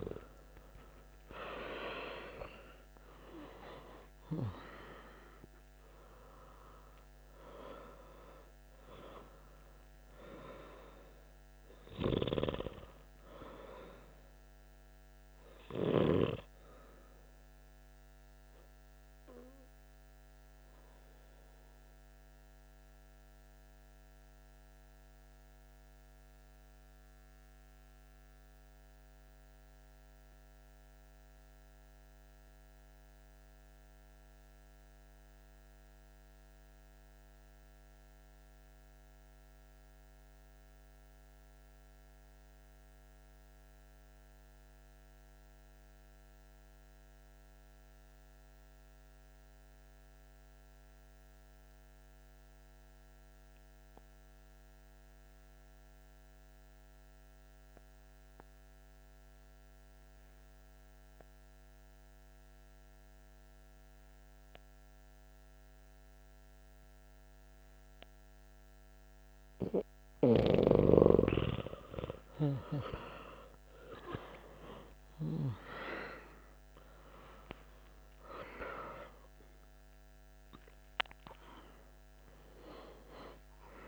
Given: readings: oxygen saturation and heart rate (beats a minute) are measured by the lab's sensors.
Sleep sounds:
breathing in sleep by a microphone on the trachea; 1
0.00-3.00 s: arousal
0.00-22.50 s: oxygen desaturation (device-marked, oxygen 88% lowest)
20.00-70.50 s: mixed apnea (oxygen 94% before, 88% lowest, heart rate 34 before, 27 extreme, up 9 after)
52.50-83.88 s: oxygen desaturation (device-marked, oxygen 98% before, 88% lowest)
73.00-79.50 s: arousal
From the record:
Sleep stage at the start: N2 (light sleep); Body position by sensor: on the back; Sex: male

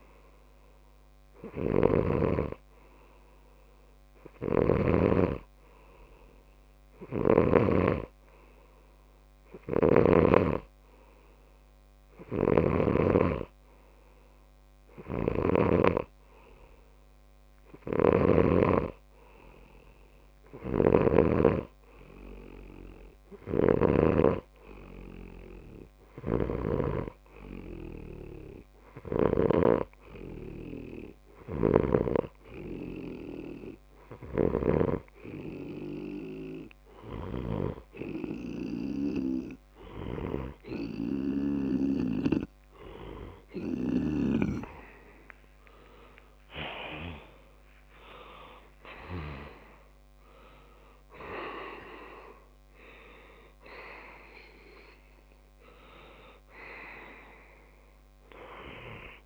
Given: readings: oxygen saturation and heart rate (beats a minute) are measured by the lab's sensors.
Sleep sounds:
breathing in sleep by a microphone on the trachea; 1
1.50-8.00 s: snoring (device-marked)
6.50-41.00 s: hypopnea (oxygen 95% before, 93% lowest)
12.50-16.00 s: snoring (device-marked)
18.00-21.50 s: snoring (device-marked)
23.50-35.00 s: snoring (device-marked)
46.00-49.50 s: arousal
From the record:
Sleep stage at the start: N2 (light sleep); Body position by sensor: on the left side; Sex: male

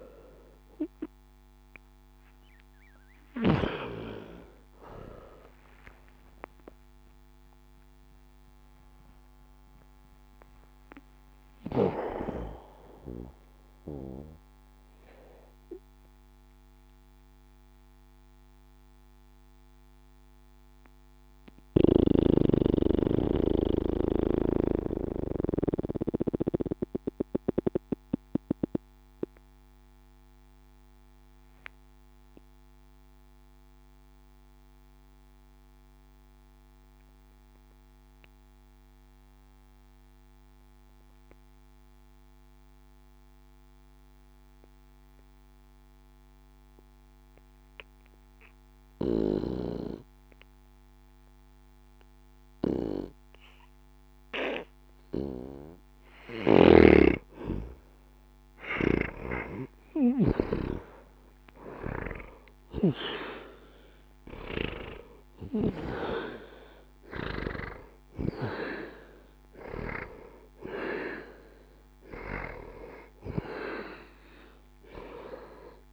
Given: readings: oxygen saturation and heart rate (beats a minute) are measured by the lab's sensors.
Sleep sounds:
a person partly awake in a sleep study, by a microphone on the trachea; 1
0.00-34.00 s: oxygen desaturation (device-marked, oxygen 75% lowest, heart rate 60 extreme)
11.00-75.93 s: new sleep stage, N2 (light sleep)
18.00-55.50 s: mixed apnea (oxygen 88% before, 75% lowest, heart rate 90 before, 60 extreme, up 35 after)
57.00-75.93 s: oxygen desaturation (device-marked, oxygen 98% before, 82% lowest, heart rate 74 before, 58 extreme)
57.50-61.50 s: arousal
From the record:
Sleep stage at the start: awake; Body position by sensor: on the back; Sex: male

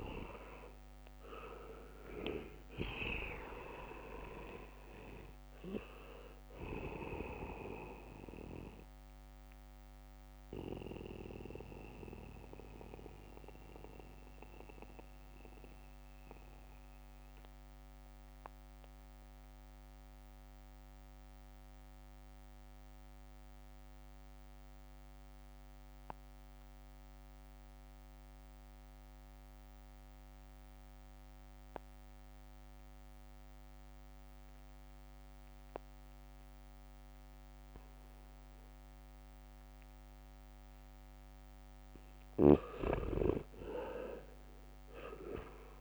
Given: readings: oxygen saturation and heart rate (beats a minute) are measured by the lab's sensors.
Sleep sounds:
breathing in sleep by a microphone on the trachea; 1
0.00-3.50 s: arousal
0.00-33.00 s: oxygen desaturation (device-marked, oxygen 76% lowest, heart rate 62 extreme)
10.00-41.00 s: mixed apnea (oxygen 99% before, 76% lowest, heart rate 65 before, 64 extreme, up 0 after)
35.00-45.81 s: oxygen desaturation (device-marked, oxygen 99% before, 76% lowest, heart rate 71 before, 63 extreme)
43.50-45.81 s: arousal
From the record:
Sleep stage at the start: N2 (light sleep); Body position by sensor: on the back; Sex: male

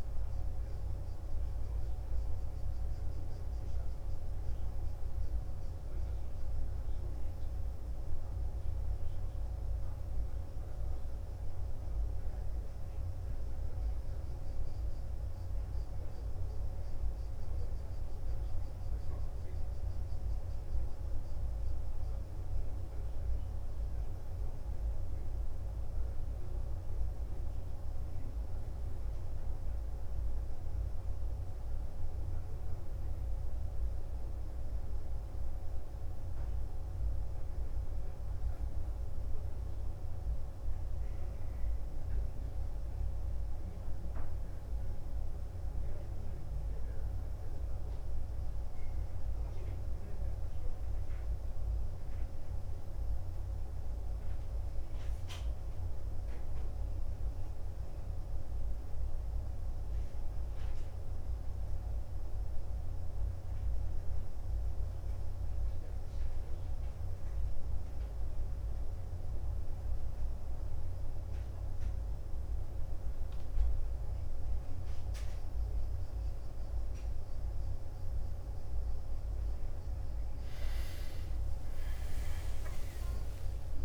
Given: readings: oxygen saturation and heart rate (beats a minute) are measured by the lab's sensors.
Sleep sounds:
breathing in sleep, hard to hear, by a room microphone; none
81.00-83.85 s: arousal
From the record:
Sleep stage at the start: N2 (light sleep); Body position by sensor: on the back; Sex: male

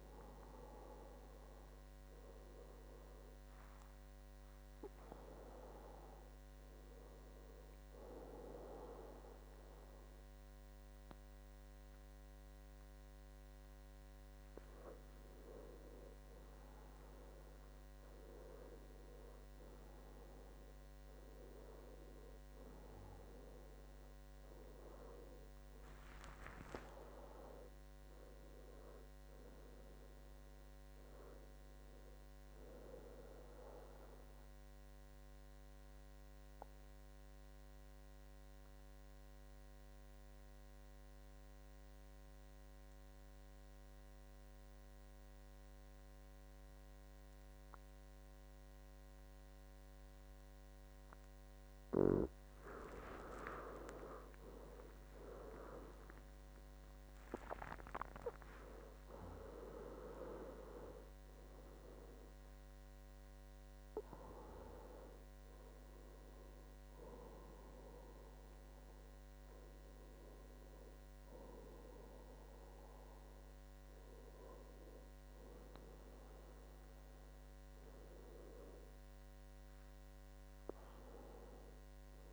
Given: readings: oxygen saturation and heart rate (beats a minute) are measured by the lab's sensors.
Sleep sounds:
breathing in sleep by a microphone on the trachea; 1
0.00-3.50 s: oxygen desaturation (device-marked, oxygen 92% lowest, heart rate 69 extreme)
23.50-27.00 s: arousal
35.50-52.00 s: obstructive apnea (oxygen 97% before, 88% lowest, heart rate 75 before, 67 extreme, up 17 after)
52.50-78.50 s: oxygen desaturation (device-marked, oxygen 97% before, 88% lowest, heart rate 71 before, 70 extreme)
54.00-58.50 s: arousal
From the record:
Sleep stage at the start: N2 (light sleep); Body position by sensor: on the back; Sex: male

